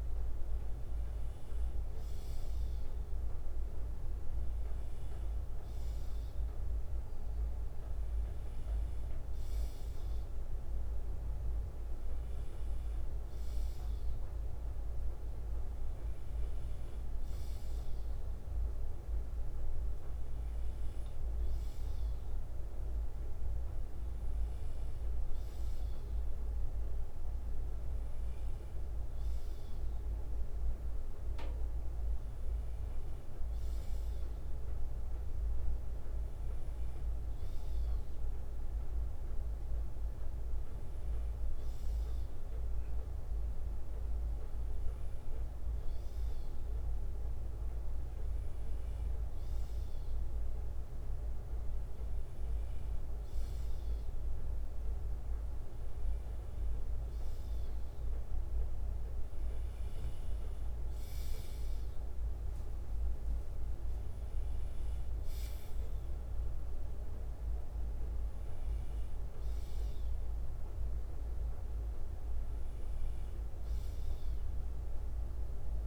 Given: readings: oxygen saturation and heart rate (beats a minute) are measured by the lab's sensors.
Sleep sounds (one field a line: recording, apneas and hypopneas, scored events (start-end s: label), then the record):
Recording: breathing in sleep, hard to hear, by a room microphone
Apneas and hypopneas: none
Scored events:
23.00-44.00 s: bradycardia (device-marked, heart rate 61 before, 57 extreme)
68.00-75.87 s: bradycardia (device-marked, heart rate 61 before, 57 extreme)
From the record:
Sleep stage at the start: N2 (light sleep)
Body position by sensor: on the left side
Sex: male